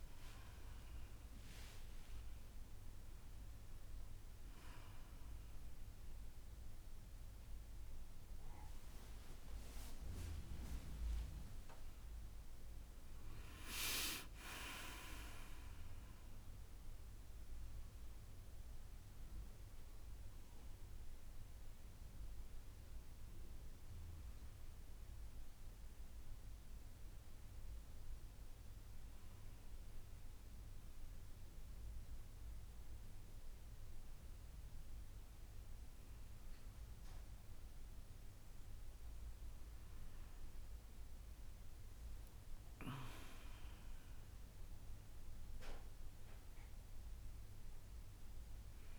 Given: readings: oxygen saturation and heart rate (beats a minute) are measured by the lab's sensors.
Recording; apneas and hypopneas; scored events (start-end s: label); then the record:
a person partly awake in a sleep study, by a room microphone; none
14.50-44.50 s: new sleep stage, N1 (lightest sleep)
44.50-48.99 s: new sleep stage, N2 (light sleep)
From the record:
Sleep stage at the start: awake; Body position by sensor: on the back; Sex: female